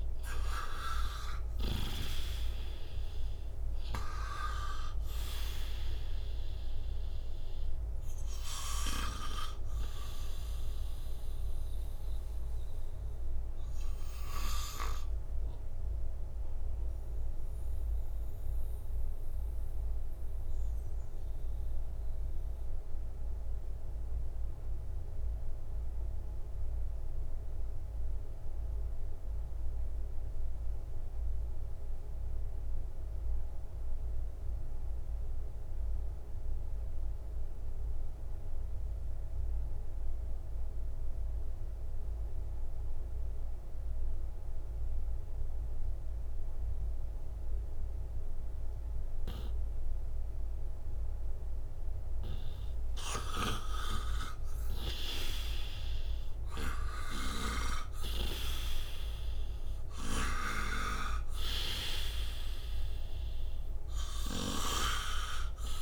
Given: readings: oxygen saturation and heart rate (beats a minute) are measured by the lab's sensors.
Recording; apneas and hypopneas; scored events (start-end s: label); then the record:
breathing in sleep by a room microphone; 1
0.00-1.50 s: snoring (device-marked)
0.00-2.00 s: arousal
0.00-25.00 s: oxygen desaturation (device-marked, oxygen 87% lowest, heart rate 60 extreme)
13.00-52.00 s: mixed apnea (oxygen 97% before, 85% lowest, heart rate 82 before, 60 extreme, up 40 after)
43.00-65.82 s: oxygen desaturation (device-marked, oxygen 98% before, 85% lowest, heart rate 61 before, 58 extreme)
53.00-58.00 s: arousal
57.00-64.50 s: snoring (device-marked)
From the record:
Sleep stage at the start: N2 (light sleep); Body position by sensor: on the right side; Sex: male